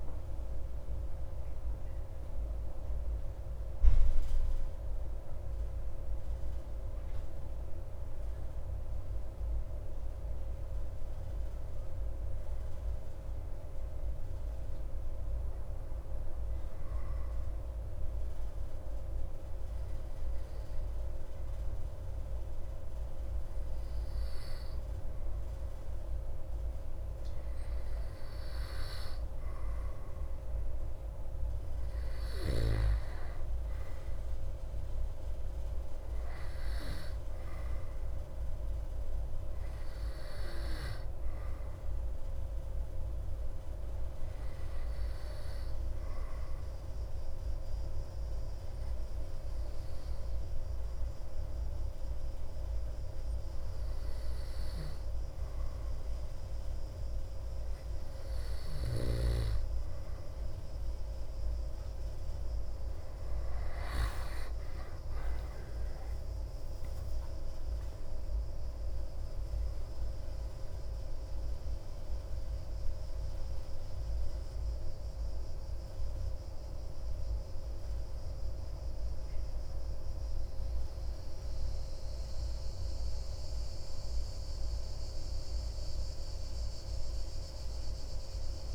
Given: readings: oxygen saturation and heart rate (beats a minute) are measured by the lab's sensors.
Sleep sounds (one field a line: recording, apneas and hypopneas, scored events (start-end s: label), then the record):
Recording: breathing in sleep, hard to hear, by a room microphone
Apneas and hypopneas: 2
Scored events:
16.50-29.00 s: obstructive apnea (oxygen 97% before, 95% lowest)
34.00-38.00 s: arousal
47.00-58.50 s: obstructive apnea (oxygen 97% before, 95% lowest)
63.50-68.00 s: arousal
From the record:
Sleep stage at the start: N2 (light sleep)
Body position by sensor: on the back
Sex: male